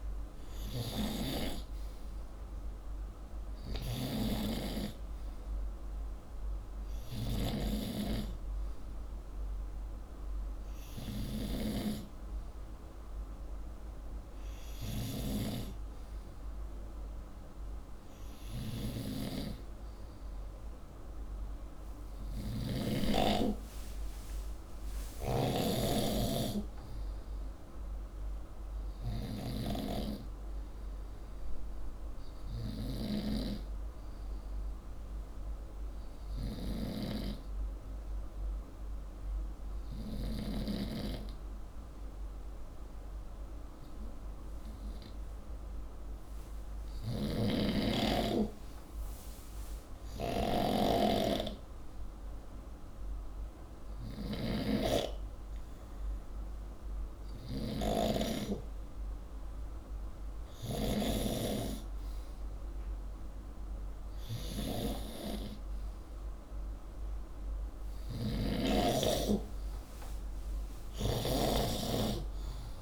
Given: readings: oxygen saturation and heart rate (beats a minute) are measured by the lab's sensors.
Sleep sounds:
breathing in sleep by a room microphone; none
0.00-7.50 s: snoring (device-marked)
22.00-40.50 s: snoring (device-marked)
47.00-68.50 s: snoring (device-marked)
70.50-72.81 s: snoring (device-marked)
From the record:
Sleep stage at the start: N2 (light sleep); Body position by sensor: upright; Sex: male

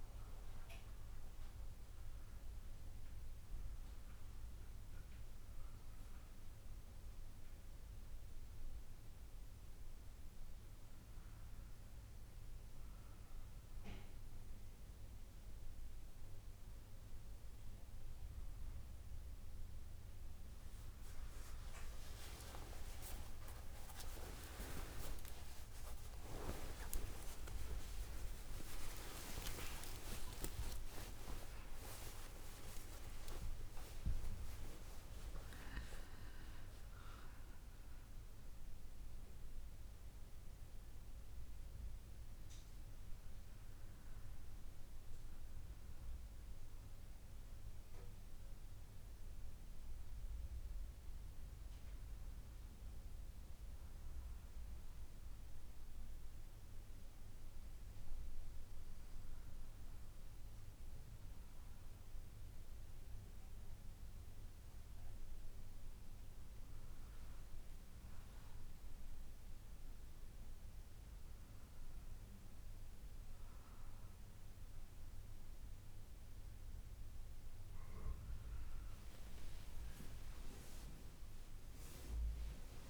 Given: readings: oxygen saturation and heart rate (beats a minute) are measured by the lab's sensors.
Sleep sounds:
a person awake in a sleep study, by a room microphone; none
31.00-33.00 s: long interval between heartbeats (device-marked, heart rate 60 before, 72 extreme)
From the record:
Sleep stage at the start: awake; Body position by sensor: on the back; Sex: female

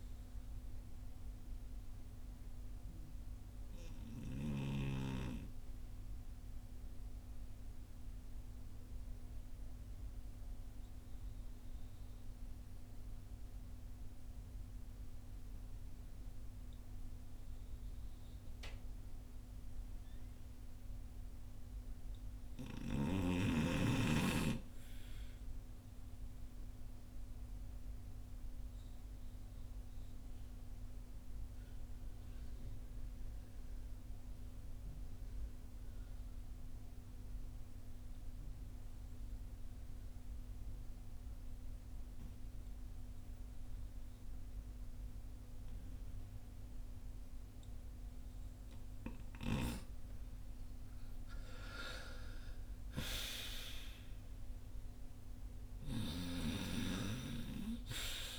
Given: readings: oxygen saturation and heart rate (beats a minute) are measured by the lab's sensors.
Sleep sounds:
breathing in sleep by a room microphone; 1
0.00-20.50 s: oxygen desaturation (device-marked, oxygen 73% lowest, heart rate 53 extreme)
27.50-51.00 s: obstructive apnea (oxygen 97% before, 74% lowest, heart rate 57 before, 50 extreme, up 13 after)
32.50-58.39 s: oxygen desaturation (device-marked, oxygen 97% before, 74% lowest, heart rate 58 before, 50 extreme)
51.50-56.50 s: arousal
From the record:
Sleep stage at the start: REM sleep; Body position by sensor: on the front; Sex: male

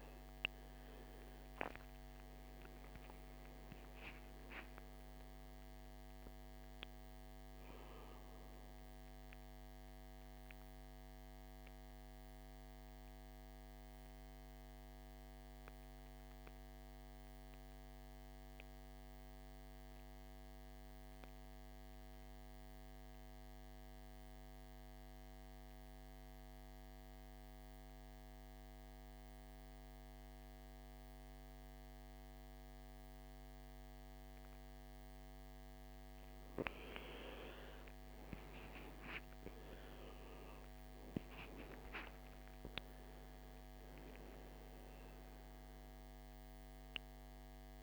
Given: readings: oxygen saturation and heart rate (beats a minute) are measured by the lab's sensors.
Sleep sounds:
breathing in sleep by a microphone on the trachea; 1
0.00-22.00 s: oxygen desaturation (device-marked, oxygen 80% lowest, heart rate 51 extreme)
9.50-35.00 s: mixed apnea (oxygen 99% before, 80% lowest, heart rate 67 before, 51 extreme, up 21 after)
37.00-47.82 s: oxygen desaturation (device-marked, oxygen 98% before, 82% lowest, heart rate 53 before, 49 extreme)
38.00-41.00 s: arousal
From the record:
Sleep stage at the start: N2 (light sleep); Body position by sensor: on the back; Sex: male

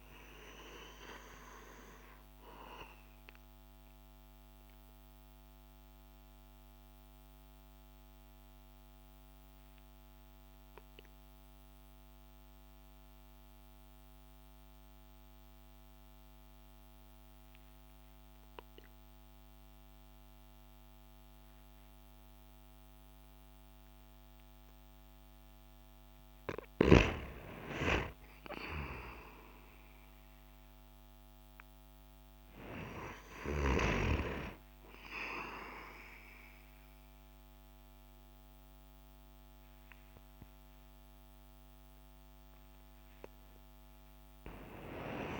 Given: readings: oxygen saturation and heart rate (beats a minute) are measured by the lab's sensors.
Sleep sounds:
breathing in sleep by a microphone on the trachea; 1
3.50-26.50 s: mixed apnea (oxygen 98% before, 95% lowest)
27.50-32.50 s: arousal
From the record:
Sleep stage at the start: N2 (light sleep); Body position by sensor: on the back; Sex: male

